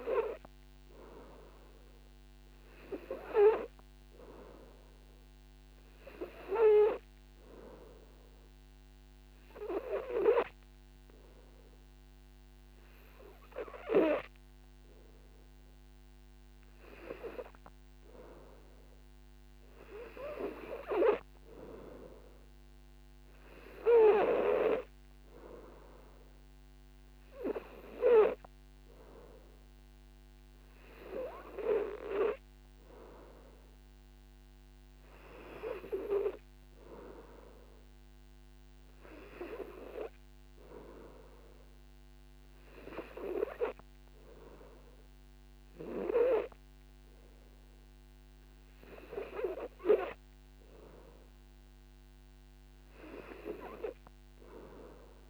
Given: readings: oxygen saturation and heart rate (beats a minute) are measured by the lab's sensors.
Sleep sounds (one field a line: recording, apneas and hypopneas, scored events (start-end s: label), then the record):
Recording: breathing in sleep by a microphone on the trachea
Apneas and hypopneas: none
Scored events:
none scored
From the record:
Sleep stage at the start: N2 (light sleep)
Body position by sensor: on the back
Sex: male